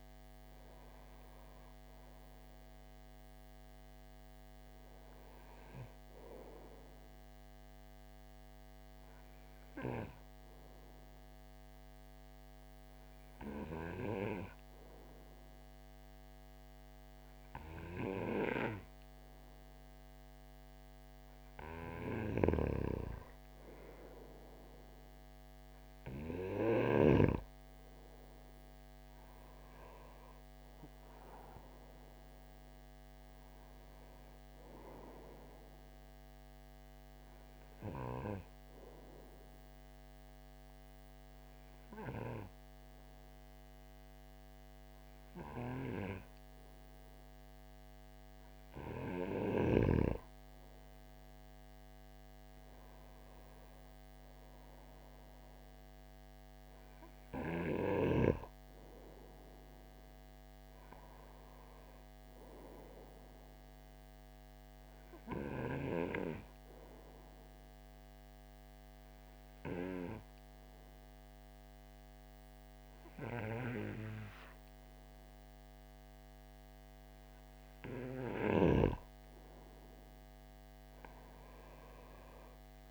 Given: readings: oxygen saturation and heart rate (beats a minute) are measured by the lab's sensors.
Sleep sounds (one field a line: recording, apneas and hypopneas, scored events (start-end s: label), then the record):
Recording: breathing in sleep by a microphone on the trachea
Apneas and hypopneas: 3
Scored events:
6.00-20.50 s: obstructive apnea (oxygen 98% before, 93% lowest, heart rate 63 before, 53 extreme, up 5 after)
22.50-27.50 s: arousal
37.50-48.50 s: obstructive apnea (oxygen 96% before, 92% lowest, heart rate 60 before, 53 extreme, up 9 after)
51.00-55.50 s: arousal
64.00-78.00 s: obstructive apnea (oxygen 96% before, 92% lowest, heart rate 59 before, 55 extreme, up 9 after)
80.00-82.91 s: arousal
From the record:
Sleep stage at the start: N2 (light sleep)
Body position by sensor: on the right side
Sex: male